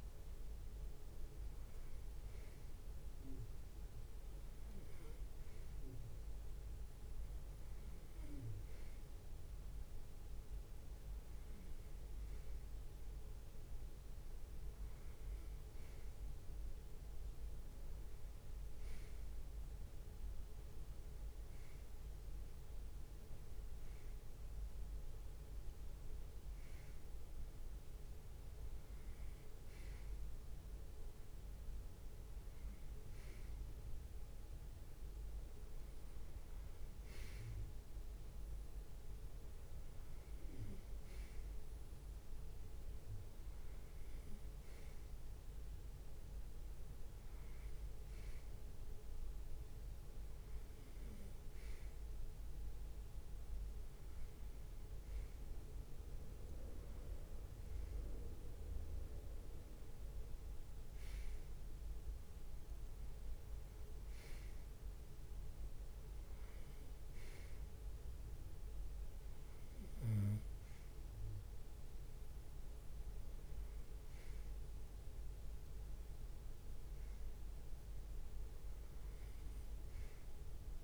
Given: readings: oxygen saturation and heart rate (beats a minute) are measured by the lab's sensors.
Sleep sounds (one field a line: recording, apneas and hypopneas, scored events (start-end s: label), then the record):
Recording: breathing in sleep, hard to hear, by a room microphone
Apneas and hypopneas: none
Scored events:
0.00-79.00 s: bradycardia (device-marked)
4.00-6.00 s: leg movement (device-marked)
44.00-48.00 s: leg movement (device-marked)
From the record:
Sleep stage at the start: REM sleep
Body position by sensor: on the right side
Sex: male